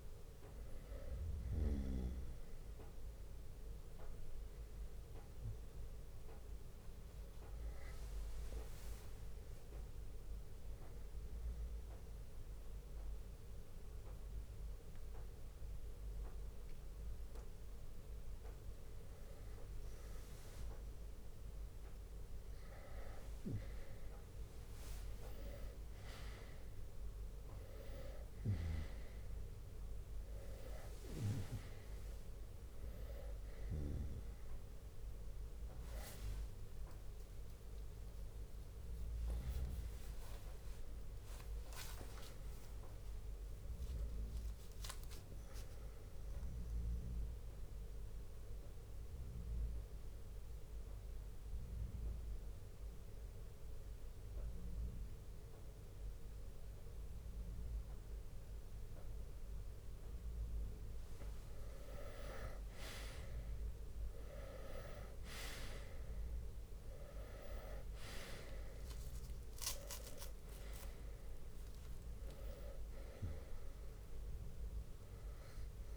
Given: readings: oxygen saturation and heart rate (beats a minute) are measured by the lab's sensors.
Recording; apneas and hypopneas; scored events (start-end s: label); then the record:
breathing in sleep by a room microphone; 2
0.00-2.00 s: drop in pulse transit time (device-marked, heart rate 67 extreme)
0.00-17.00 s: oxygen desaturation (device-marked, oxygen 90% lowest, heart rate 55 extreme)
5.00-18.50 s: obstructive apnea (oxygen 98% before, 90% lowest, heart rate 68 before, 55 extreme, up 1 after)
14.00-19.00 s: bradycardia (device-marked, heart rate 69 before, 59 extreme)
21.00-26.00 s: bradycardia (device-marked, heart rate 69 before, 55 extreme)
36.50-40.50 s: arousal
48.00-61.00 s: mixed apnea (oxygen 98% before, 91% lowest, heart rate 65 before, 58 extreme, up 11 after)
50.00-58.00 s: bradycardia (device-marked, heart rate 69 before, 58 extreme)
64.00-68.00 s: arousal
65.00-75.97 s: drop in pulse transit time (device-marked, heart rate 60 before, 64 extreme)
68.00-75.97 s: oxygen desaturation (device-marked, oxygen 97% before, 91% lowest, heart rate 61 before, 58 extreme)
74.00-75.97 s: long interval between heartbeats (device-marked, heart rate 63 before, 69 extreme)
From the record:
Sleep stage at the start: N2 (light sleep); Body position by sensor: on the right side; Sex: male